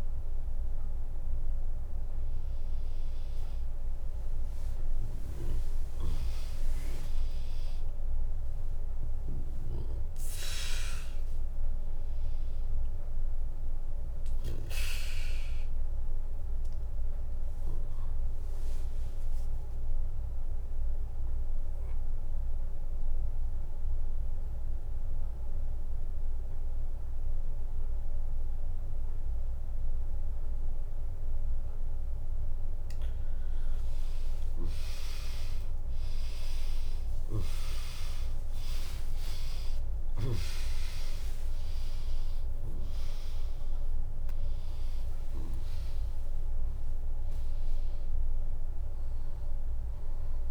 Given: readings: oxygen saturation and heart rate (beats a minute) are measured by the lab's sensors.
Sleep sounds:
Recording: a person partly awake in a sleep study, by a room microphone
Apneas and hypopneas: 1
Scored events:
2.00-50.50 s: new sleep stage, N1 (lightest sleep)
20.00-32.50 s: obstructive apnea (oxygen 100% before, 96% lowest, heart rate 88 before, 65 extreme, up 0 after)
34.00-50.50 s: oxygen desaturation (device-marked, oxygen 99% before, 96% lowest, heart rate 85 before, 61 extreme)
34.50-39.50 s: arousal
40.00-45.00 s: tachycardia (device-marked, heart rate 81 before, 109 extreme)
41.50-43.50 s: long interval between heartbeats (device-marked, heart rate 78 before, 89 extreme)
42.00-50.50 s: drop in pulse transit time (device-marked, heart rate 78 before, 84 extreme)
From the record:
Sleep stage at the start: awake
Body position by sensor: on the back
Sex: female

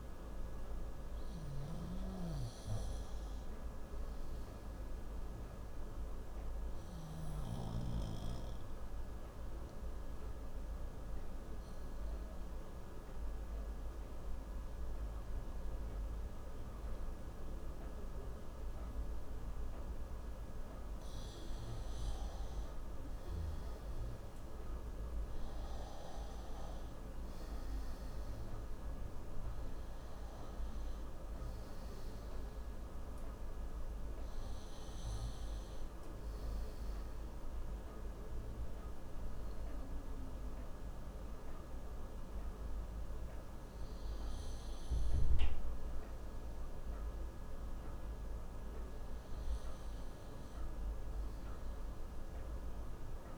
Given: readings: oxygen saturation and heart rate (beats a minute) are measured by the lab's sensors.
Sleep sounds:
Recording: breathing in sleep, hard to hear, by a room microphone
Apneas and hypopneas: 1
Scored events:
0.00-7.50 s: snoring (device-marked)
3.50-20.50 s: obstructive apnea (oxygen 98% before, 90% lowest, heart rate 60 before, 35 extreme, up 7 after)
4.00-49.00 s: oxygen desaturation (device-marked, oxygen 97% before, 90% lowest)
23.00-27.00 s: arousal
From the record:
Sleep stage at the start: N2 (light sleep)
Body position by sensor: on the left side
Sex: male

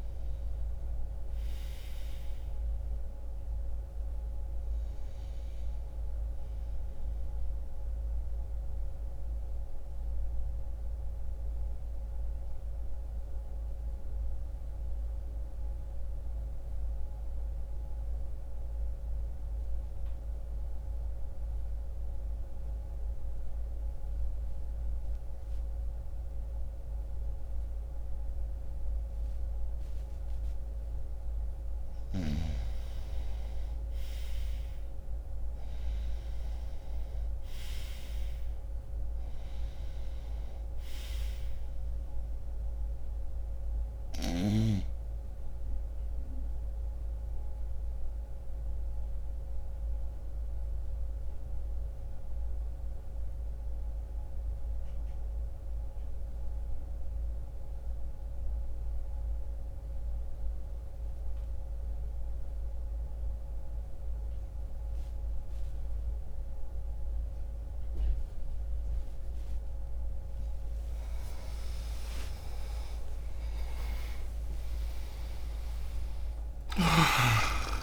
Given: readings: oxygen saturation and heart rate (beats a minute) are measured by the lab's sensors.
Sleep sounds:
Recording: breathing in sleep by a room microphone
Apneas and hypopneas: 2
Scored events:
0.00-28.50 s: oxygen desaturation (device-marked, oxygen 88% lowest, heart rate 60 extreme)
6.50-30.50 s: mixed apnea (oxygen 98% before, 88% lowest, heart rate 60 before, 60 extreme, up 0 after)
32.00-36.00 s: arousal
45.00-69.50 s: obstructive apnea (oxygen 98% before, 90% lowest, heart rate 60 before, 60 extreme, up 31 after)
57.50-67.50 s: oxygen desaturation (device-marked, oxygen 95% before, 90% lowest, heart rate 60 before, 60 extreme)
From the record:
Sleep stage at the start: REM sleep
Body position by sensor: on the back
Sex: male

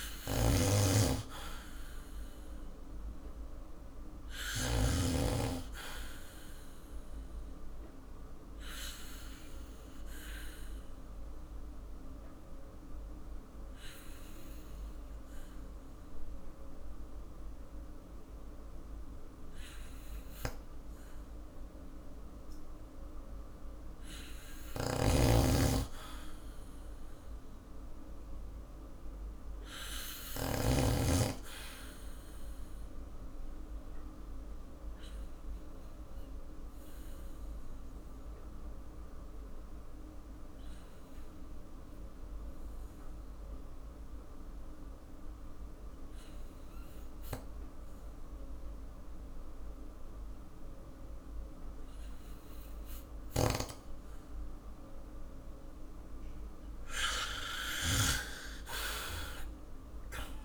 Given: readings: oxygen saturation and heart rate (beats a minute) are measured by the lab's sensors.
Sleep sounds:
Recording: breathing in sleep by a room microphone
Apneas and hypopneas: 2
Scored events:
0.00-4.50 s: snoring (device-marked)
1.00-4.50 s: arousal
7.50-22.00 s: obstructive apnea (oxygen 98% before, 93% lowest, heart rate 53 before, 51 extreme, up 6 after)
24.50-30.50 s: snoring (device-marked)
25.50-29.50 s: arousal
35.00-54.50 s: obstructive apnea (oxygen 96% before, 92% lowest, heart rate 54 before, 46 extreme, up 13 after)
57.00-60.44 s: arousal
From the record:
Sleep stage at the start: N2 (light sleep)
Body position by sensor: on the back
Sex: male

